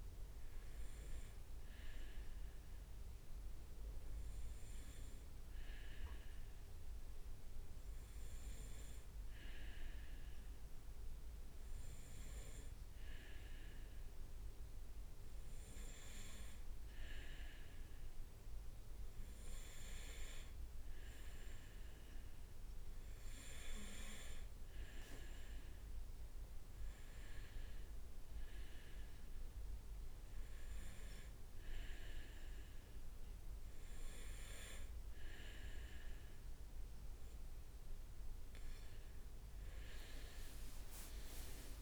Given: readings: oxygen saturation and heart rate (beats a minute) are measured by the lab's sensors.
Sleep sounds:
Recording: breathing in sleep by a room microphone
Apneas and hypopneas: none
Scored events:
39.50-41.82 s: leg movement (device-marked)
From the record:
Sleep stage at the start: N2 (light sleep)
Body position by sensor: on the right side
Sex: male

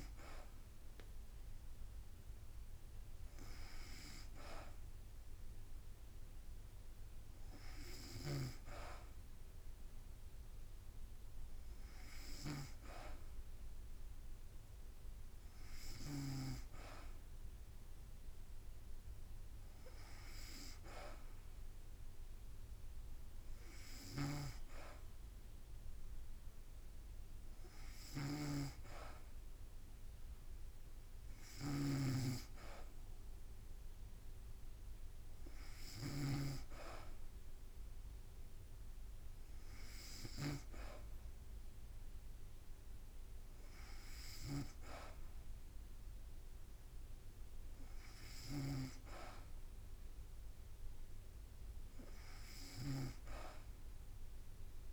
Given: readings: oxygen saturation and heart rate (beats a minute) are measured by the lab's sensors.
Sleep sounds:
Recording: breathing in sleep by a room microphone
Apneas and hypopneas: none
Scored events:
7.50-16.00 s: snoring (device-marked)
23.50-36.00 s: snoring (device-marked)
44.00-54.93 s: snoring (device-marked)
From the record:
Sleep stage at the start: N2 (light sleep)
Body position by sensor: on the back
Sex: female

